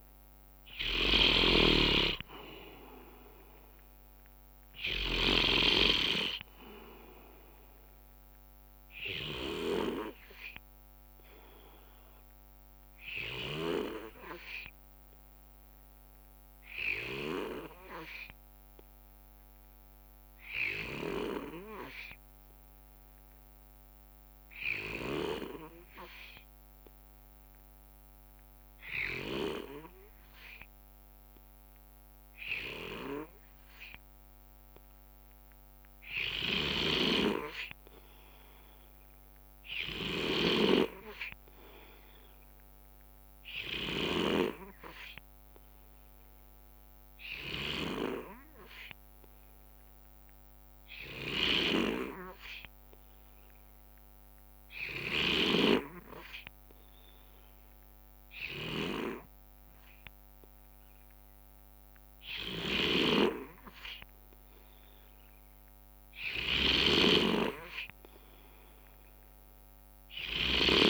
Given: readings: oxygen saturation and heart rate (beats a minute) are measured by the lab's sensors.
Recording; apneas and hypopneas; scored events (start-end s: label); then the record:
breathing in sleep by a microphone on the trachea; 2
0.00-1.00 s: arousal
0.00-5.50 s: snoring (device-marked)
0.00-8.50 s: oxygen desaturation (device-marked, oxygen 91% lowest, heart rate 63 extreme)
10.50-35.50 s: obstructive apnea (oxygen 94% before, 91% lowest, heart rate 66 before, 63 extreme, up 13 after)
36.50-40.50 s: snoring (device-marked)
37.00-40.50 s: arousal
39.50-53.50 s: oxygen desaturation (device-marked, oxygen 96% before, 92% lowest, heart rate 67 before, 65 extreme)
42.00-44.00 s: long interval between heartbeats (device-marked, heart rate 67 before, 77 extreme)
48.50-65.50 s: obstructive apnea (oxygen 97% before, 91% lowest, heart rate 70 before, 65 extreme, up 3 after)
62.50-70.90 s: snoring (device-marked)
67.50-70.90 s: arousal
From the record:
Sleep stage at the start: N2 (light sleep); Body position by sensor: on the right side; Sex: male